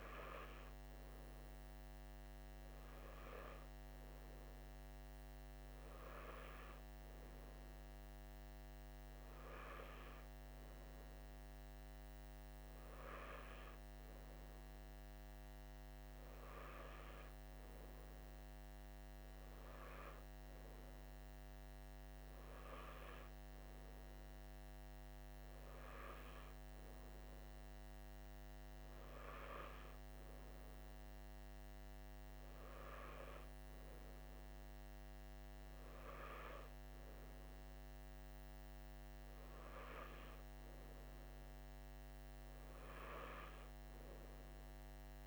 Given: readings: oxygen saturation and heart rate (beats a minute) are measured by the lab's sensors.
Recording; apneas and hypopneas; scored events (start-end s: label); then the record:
breathing in sleep by a microphone on the trachea; none
none scored
From the record:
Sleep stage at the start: N3 (deep sleep); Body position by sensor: on the right side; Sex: male